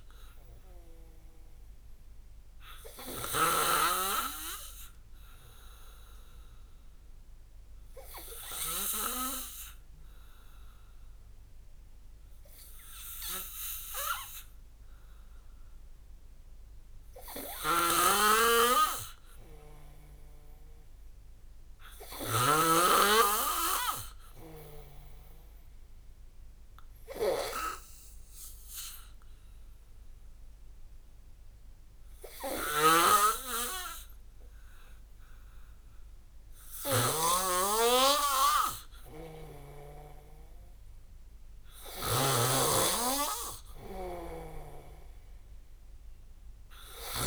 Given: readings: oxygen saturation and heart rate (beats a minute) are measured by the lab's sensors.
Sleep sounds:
breathing in sleep by a room microphone; 1
0.00-9.00 s: snoring (device-marked)
4.50-18.50 s: hypopnea (oxygen 96% before, 92% lowest)
17.50-23.00 s: snoring (device-marked)
21.00-26.00 s: arousal
31.00-35.00 s: oxygen desaturation (device-marked, oxygen 95% before, 92% lowest)
33.00-37.50 s: snoring (device-marked)
From the record:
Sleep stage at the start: N2 (light sleep); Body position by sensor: on the back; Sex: male

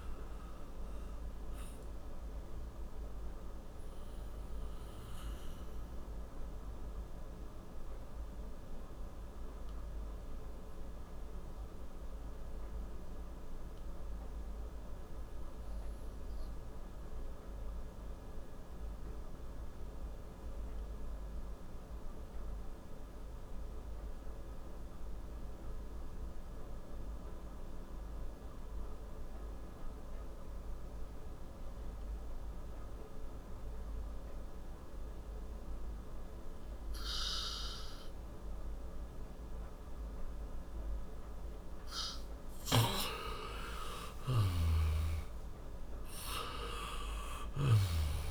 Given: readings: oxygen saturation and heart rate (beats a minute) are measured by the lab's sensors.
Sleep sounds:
breathing in sleep by a room microphone; 1
0.00-20.00 s: oxygen desaturation (device-marked, oxygen 88% lowest, heart rate 57 extreme)
2.50-41.00 s: obstructive apnea (oxygen 98% before, 87% lowest, heart rate 69 before, 57 extreme, up 9 after)
39.00-48.31 s: oxygen desaturation (device-marked, oxygen 97% before, 87% lowest, heart rate 61 before, 57 extreme)
43.00-48.31 s: arousal
From the record:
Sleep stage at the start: N2 (light sleep); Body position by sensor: on the back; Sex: male

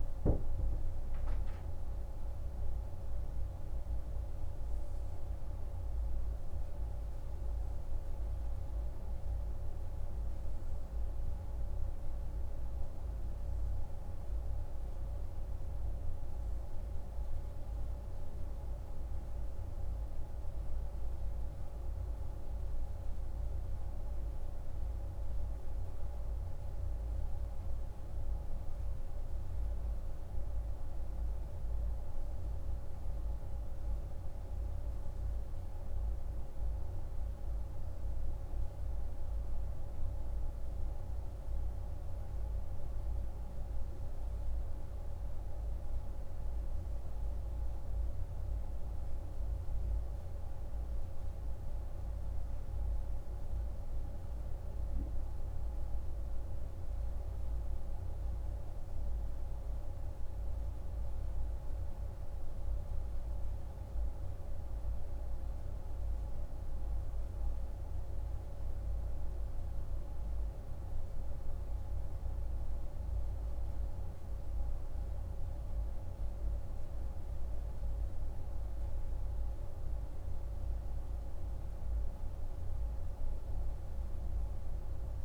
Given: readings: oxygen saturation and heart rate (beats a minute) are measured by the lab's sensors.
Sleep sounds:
breathing in sleep, hard to hear, by a room microphone; none
none scored
From the record:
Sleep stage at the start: N2 (light sleep); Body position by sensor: on the right side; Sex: male

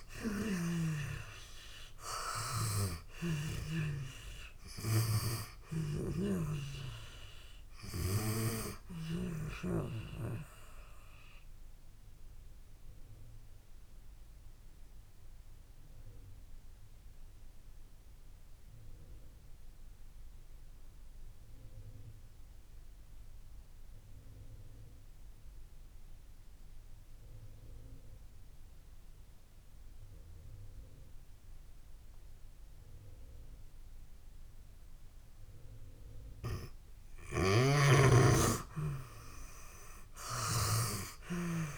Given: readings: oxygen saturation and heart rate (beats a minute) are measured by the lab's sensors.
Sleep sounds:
breathing in sleep by a room microphone; 1
0.00-1.50 s: arousal
10.00-31.00 s: oxygen desaturation (device-marked, oxygen 96% before, 86% lowest)
10.50-35.50 s: obstructive apnea (oxygen 97% before, 84% lowest)
36.50-41.50 s: snoring (device-marked)
37.50-41.00 s: arousal
From the record:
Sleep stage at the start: N2 (light sleep); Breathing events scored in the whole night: 360 in 4.1 hours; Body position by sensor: on the back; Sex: female

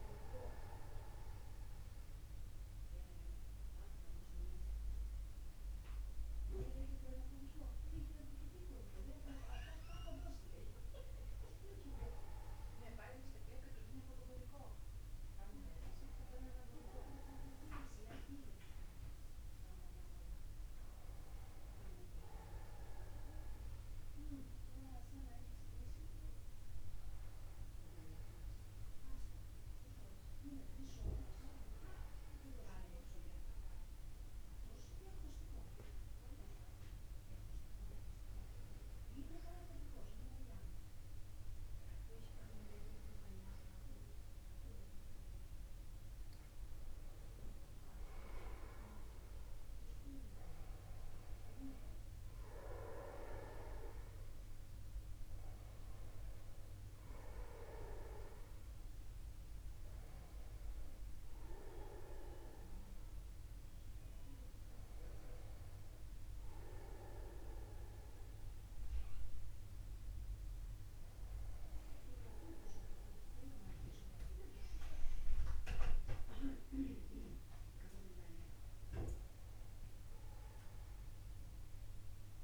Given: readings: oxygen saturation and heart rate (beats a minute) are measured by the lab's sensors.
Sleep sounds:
breathing in sleep by a room microphone; 2
0.50-11.00 s: central apnea (oxygen 98% before, 94% lowest, heart rate 51 before, 50 extreme, up 1 after)
15.00-19.50 s: arousal
33.00-45.50 s: mixed apnea (oxygen 97% before, 94% lowest, heart rate 51 before, 51 extreme, up 0 after)
48.50-52.50 s: arousal
From the record:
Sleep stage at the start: N1 (lightest sleep); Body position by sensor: upright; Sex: male

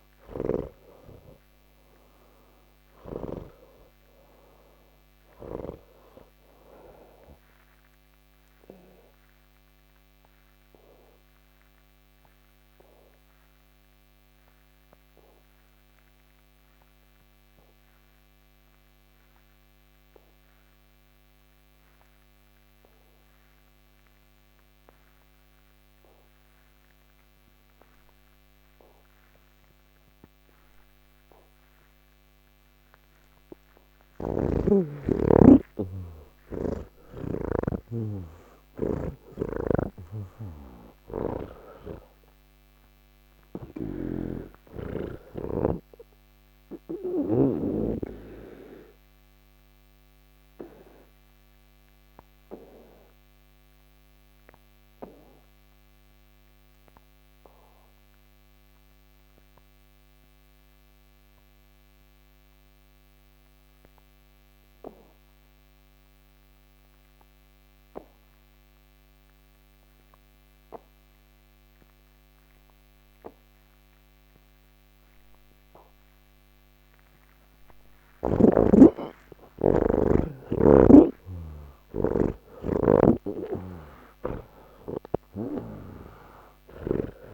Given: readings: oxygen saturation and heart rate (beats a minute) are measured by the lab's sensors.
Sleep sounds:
breathing in sleep by a microphone on the trachea; 2
0.00-21.00 s: oxygen desaturation (device-marked, oxygen 98% before, 80% lowest, heart rate 117 before, 58 extreme)
7.50-33.50 s: obstructive apnea (oxygen 99% before, 80% lowest, heart rate 93 before, 54 extreme, up 18 after)
30.00-65.00 s: oxygen desaturation (device-marked, oxygen 98% before, 84% lowest, heart rate 146 before, 54 extreme)
34.00-37.50 s: snoring (device-marked)
39.50-47.50 s: snoring (device-marked)
51.00-78.00 s: obstructive apnea (oxygen 98% before, 81% lowest, heart rate 85 before, 75 extreme, up 32 after)
74.00-87.34 s: oxygen desaturation (device-marked, oxygen 97% before, 81% lowest, heart rate 110 before, 63 extreme)
80.50-87.00 s: snoring (device-marked)
From the record:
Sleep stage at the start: N3 (deep sleep); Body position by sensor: on the back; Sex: male

